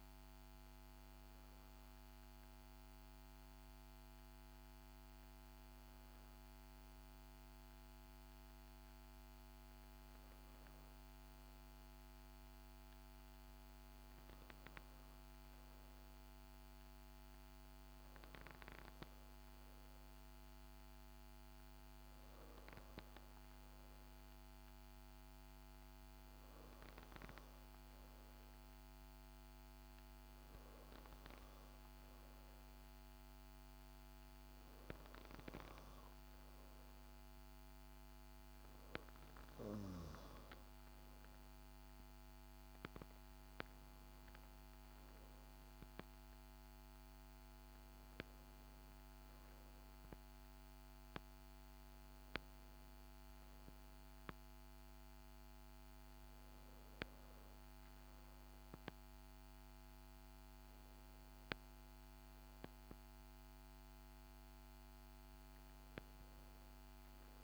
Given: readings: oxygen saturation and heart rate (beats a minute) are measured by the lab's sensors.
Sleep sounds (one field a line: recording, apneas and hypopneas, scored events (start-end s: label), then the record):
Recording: breathing in sleep, hard to hear, by a microphone on the trachea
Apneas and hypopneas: 1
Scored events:
2.00-24.00 s: hypopnea (oxygen 99% before, 93% lowest, heart rate 58 before, 54 extreme, up 3 after)
16.00-33.00 s: oxygen desaturation (device-marked, oxygen 98% before, 94% lowest, heart rate 57 before, 56 extreme)
25.00-29.00 s: arousal
From the record:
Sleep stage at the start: N2 (light sleep)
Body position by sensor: on the back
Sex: female